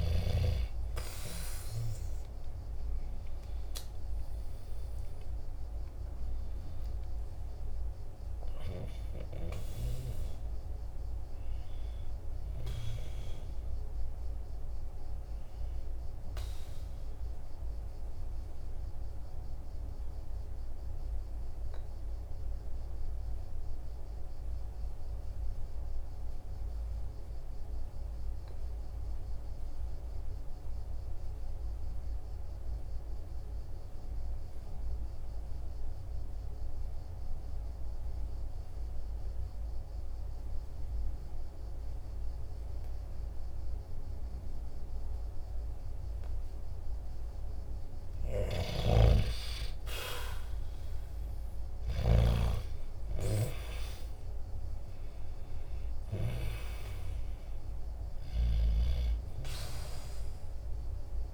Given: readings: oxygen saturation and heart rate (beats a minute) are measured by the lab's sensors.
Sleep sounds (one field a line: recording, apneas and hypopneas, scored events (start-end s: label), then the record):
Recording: breathing in sleep by a room microphone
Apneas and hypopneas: 1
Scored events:
0.00-12.50 s: oxygen desaturation (device-marked, oxygen 93% lowest, heart rate 45 extreme)
5.50-10.00 s: arousal
17.50-46.00 s: obstructive apnea (oxygen 97% before, 90% lowest, heart rate 53 before, 45 extreme, up 14 after)
48.50-53.00 s: arousal
50.50-61.34 s: oxygen desaturation (device-marked, oxygen 97% before, 90% lowest, heart rate 48 before, 45 extreme)
From the record:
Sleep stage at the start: N2 (light sleep)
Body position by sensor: on the right side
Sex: male